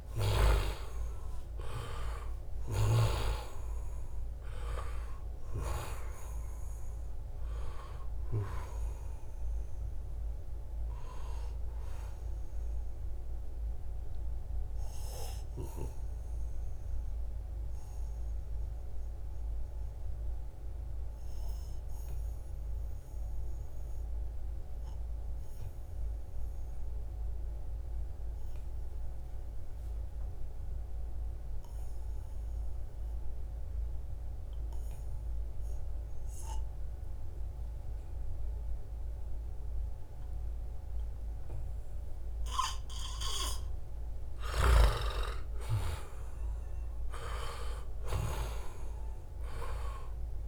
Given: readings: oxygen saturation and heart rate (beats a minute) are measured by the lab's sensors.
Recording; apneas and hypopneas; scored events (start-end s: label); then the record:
breathing in sleep by a room microphone; 1
0.00-18.00 s: oxygen desaturation (device-marked, oxygen 87% lowest, heart rate 68 extreme)
13.50-43.00 s: obstructive apnea (oxygen 96% before, 88% lowest, heart rate 75 before, 68 extreme, up 5 after)
15.00-17.00 s: long interval between heartbeats (device-marked, heart rate 77 before, 78 extreme)
41.00-50.48 s: oxygen desaturation (device-marked, oxygen 97% before, 89% lowest, heart rate 71 before, 66 extreme)
44.00-47.50 s: arousal
44.00-50.48 s: snoring (device-marked)
From the record:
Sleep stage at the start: N2 (light sleep); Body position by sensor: on the back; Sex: male